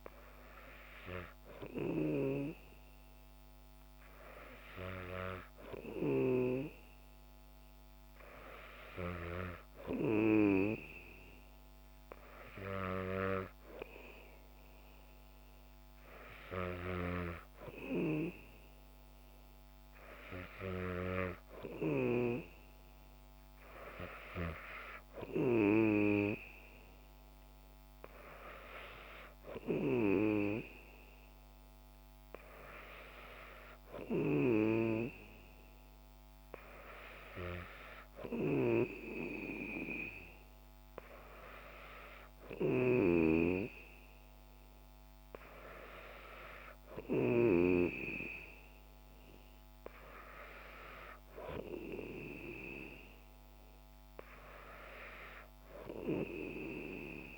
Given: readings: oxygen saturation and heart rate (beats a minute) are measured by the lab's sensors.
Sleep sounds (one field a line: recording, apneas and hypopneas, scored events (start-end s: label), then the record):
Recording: breathing in sleep by a microphone on the trachea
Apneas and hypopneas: none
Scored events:
none scored
From the record:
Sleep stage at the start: N2 (light sleep)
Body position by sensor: on the back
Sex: female